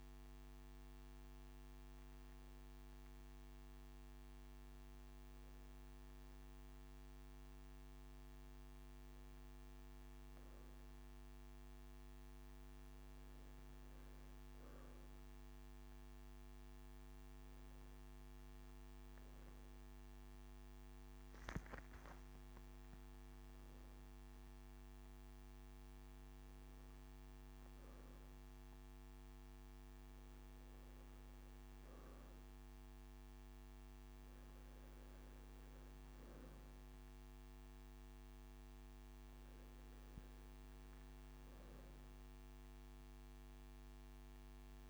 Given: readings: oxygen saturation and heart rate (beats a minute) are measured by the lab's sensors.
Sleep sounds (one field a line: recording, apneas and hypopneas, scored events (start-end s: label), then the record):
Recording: breathing in sleep, hard to hear, by a microphone on the trachea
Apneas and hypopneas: 1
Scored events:
0.50-13.50 s: hypopnea (oxygen 98% before, 94% lowest)
15.50-19.50 s: arousal
From the record:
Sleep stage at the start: N2 (light sleep)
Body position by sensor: on the right side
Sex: male